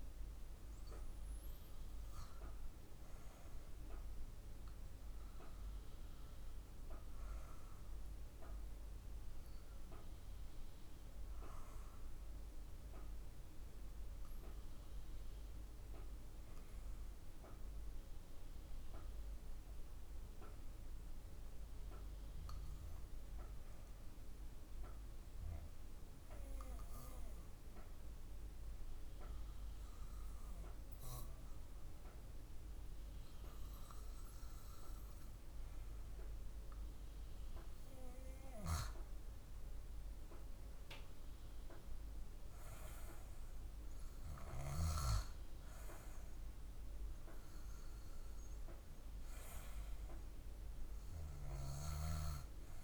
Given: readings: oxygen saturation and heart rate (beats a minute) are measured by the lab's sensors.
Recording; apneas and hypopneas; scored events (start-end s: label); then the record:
breathing in sleep by a room microphone; 1
20.50-38.00 s: hypopnea (oxygen 98% before, 95% lowest, heart rate 56 before, 56 extreme, up 2 after)
40.00-45.00 s: arousal
From the record:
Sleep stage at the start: REM sleep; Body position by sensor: on the back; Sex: female